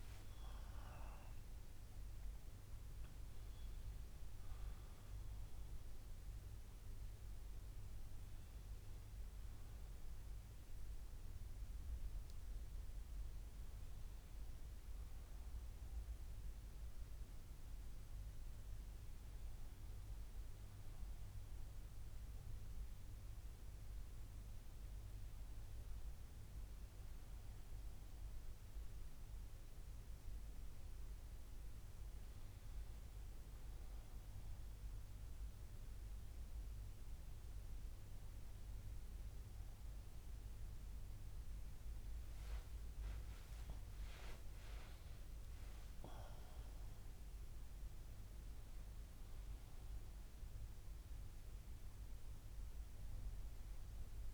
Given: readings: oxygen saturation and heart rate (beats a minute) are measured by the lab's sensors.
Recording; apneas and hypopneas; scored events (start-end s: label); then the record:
breathing in sleep, hard to hear, by a room microphone; none
2.50-54.34 s: new sleep stage, N2 (light sleep)
43.00-46.50 s: arousal
From the record:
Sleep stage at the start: N1 (lightest sleep); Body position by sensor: on the back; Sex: male